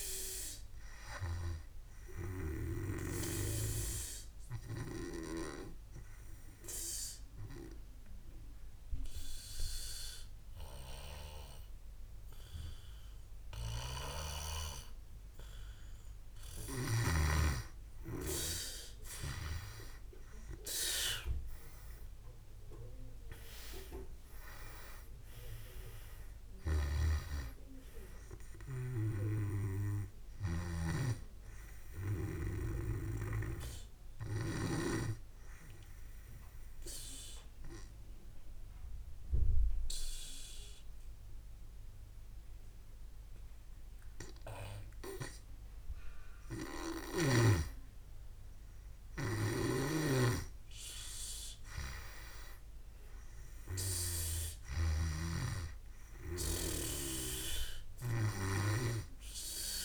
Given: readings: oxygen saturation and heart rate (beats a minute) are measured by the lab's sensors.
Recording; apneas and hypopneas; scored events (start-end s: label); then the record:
breathing in sleep by a room microphone; 2
3.50-16.50 s: obstructive apnea (oxygen 100% before, 93% lowest, heart rate 66 before, 61 extreme, up 15 after)
18.50-23.00 s: arousal
22.00-36.00 s: oxygen desaturation (device-marked, oxygen 99% before, 93% lowest, heart rate 65 before, 61 extreme)
35.50-46.50 s: obstructive apnea (oxygen 99% before, 92% lowest, heart rate 70 before, 62 extreme, up 6 after)
49.00-54.00 s: arousal
50.00-55.50 s: snoring (device-marked)
From the record:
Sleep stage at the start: N2 (light sleep); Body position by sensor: on the back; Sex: male